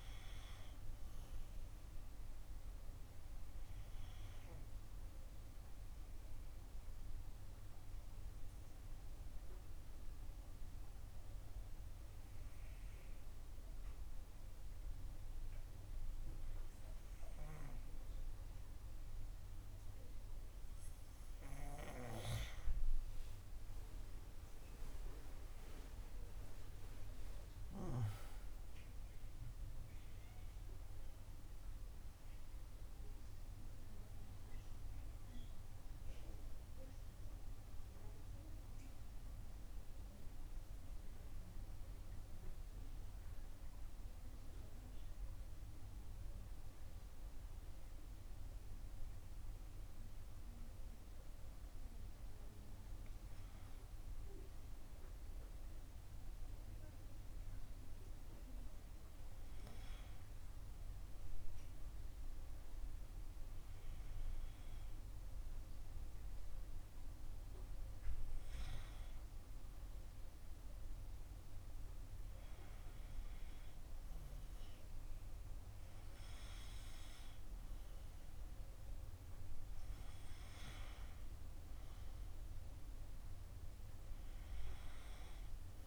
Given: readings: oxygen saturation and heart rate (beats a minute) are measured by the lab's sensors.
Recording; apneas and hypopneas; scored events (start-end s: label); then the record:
breathing in sleep, hard to hear, by a room microphone; 2
2.50-21.00 s: obstructive apnea (oxygen 96% before, 91% lowest, heart rate 59 before, 57 extreme, up 9 after)
5.00-21.00 s: oxygen desaturation (device-marked, oxygen 96% before, 92% lowest, heart rate 60 before, 57 extreme)
24.50-29.50 s: arousal
25.00-27.00 s: long interval between heartbeats (device-marked, heart rate 58 before, 63 extreme)
44.00-54.50 s: mixed apnea (oxygen 95% before, 91% lowest, heart rate 65 before, 52 extreme, up 6 after)
46.00-58.00 s: oxygen desaturation (device-marked, oxygen 94% before, 91% lowest, heart rate 64 before, 52 extreme)
56.00-59.00 s: arousal
82.50-85.87 s: arousal
From the record:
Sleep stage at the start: N2 (light sleep); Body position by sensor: on the back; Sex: female